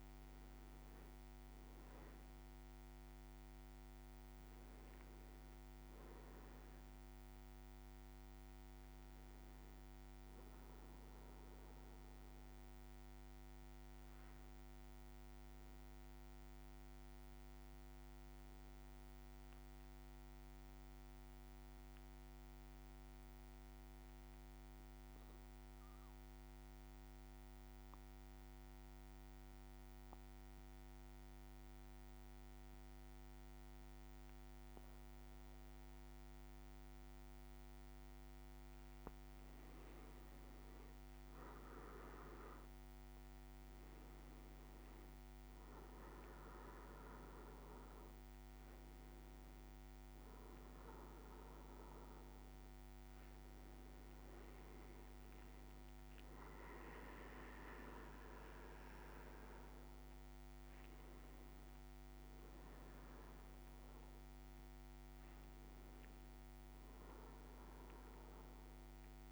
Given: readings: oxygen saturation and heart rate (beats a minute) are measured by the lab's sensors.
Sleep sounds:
breathing in sleep, hard to hear, by a microphone on the trachea; 1
0.00-20.00 s: oxygen desaturation (device-marked, oxygen 93% lowest, heart rate 54 extreme)
18.00-38.00 s: central apnea (oxygen 99% before, 94% lowest, heart rate 57 before, 54 extreme, up 5 after)
38.50-43.00 s: arousal
41.00-69.32 s: oxygen desaturation (device-marked, oxygen 99% before, 94% lowest, heart rate 55 before, 54 extreme)
From the record:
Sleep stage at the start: REM sleep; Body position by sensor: on the back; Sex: male

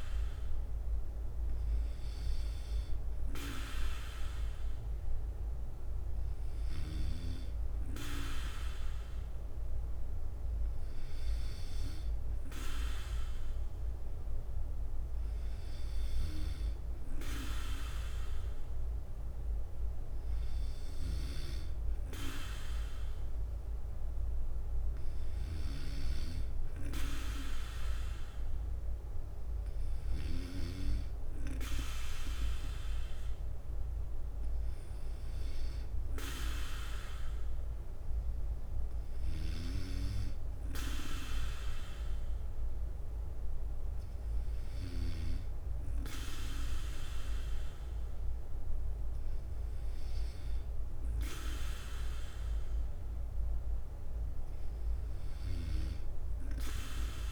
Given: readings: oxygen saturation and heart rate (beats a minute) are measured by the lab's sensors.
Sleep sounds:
breathing in sleep by a room microphone; none
28.50-32.50 s: bradycardia (device-marked, heart rate 60 before, 59 extreme)
40.50-57.32 s: bradycardia (device-marked, heart rate 60 before, 57 extreme)
From the record:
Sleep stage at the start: N2 (light sleep); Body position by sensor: on the back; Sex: male

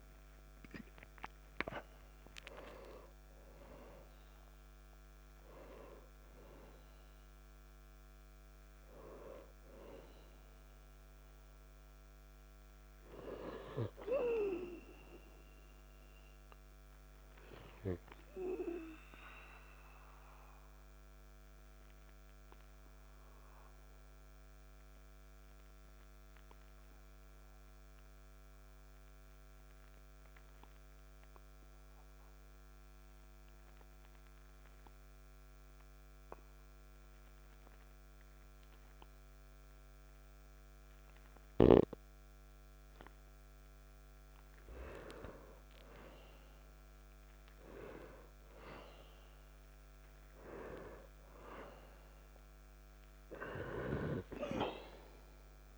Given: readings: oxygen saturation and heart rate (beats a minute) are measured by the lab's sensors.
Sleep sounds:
breathing in sleep by a microphone on the trachea; 1
0.00-8.00 s: oxygen desaturation (device-marked, oxygen 97% before, 93% lowest, heart rate 51 before, 53 extreme)
19.00-35.00 s: oxygen desaturation (device-marked, oxygen 96% before, 88% lowest, heart rate 59 before, 48 extreme)
19.50-44.50 s: obstructive apnea (oxygen 97% before, 88% lowest, heart rate 59 before, 48 extreme, up 6 after)
46.00-50.00 s: arousal
From the record:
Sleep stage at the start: N2 (light sleep); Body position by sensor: on the back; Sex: male

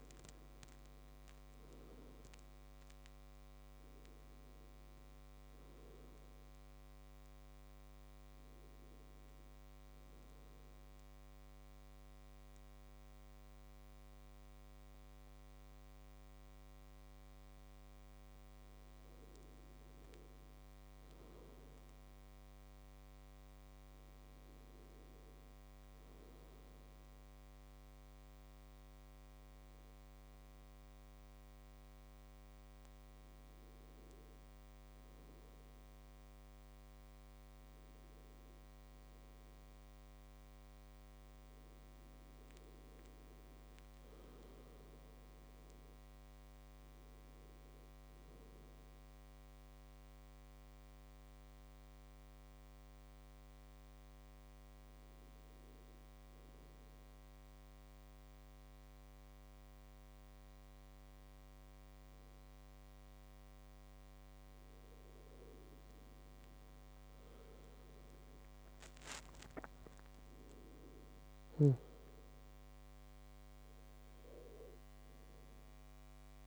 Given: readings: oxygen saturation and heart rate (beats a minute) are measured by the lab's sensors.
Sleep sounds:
a person partly awake in a sleep study, hard to hear, by a microphone on the trachea; 3
3.50-76.47 s: new sleep stage, N2 (light sleep)
10.00-20.00 s: central apnea (oxygen 100% before, 94% lowest, heart rate 99 before, 69 extreme, up 3 after)
22.00-24.50 s: arousal
24.50-37.50 s: oxygen desaturation (device-marked, oxygen 99% before, 94% lowest, heart rate 81 before, 64 extreme)
28.00-40.00 s: hypopnea (oxygen 100% before, 93% lowest, heart rate 79 before, 64 extreme, up 3 after)
42.00-45.50 s: arousal
52.00-64.00 s: hypopnea (oxygen 99% before, 92% lowest, heart rate 71 before, 68 extreme, up 15 after)
66.50-70.00 s: arousal
From the record:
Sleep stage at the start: awake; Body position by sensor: on the right side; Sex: male

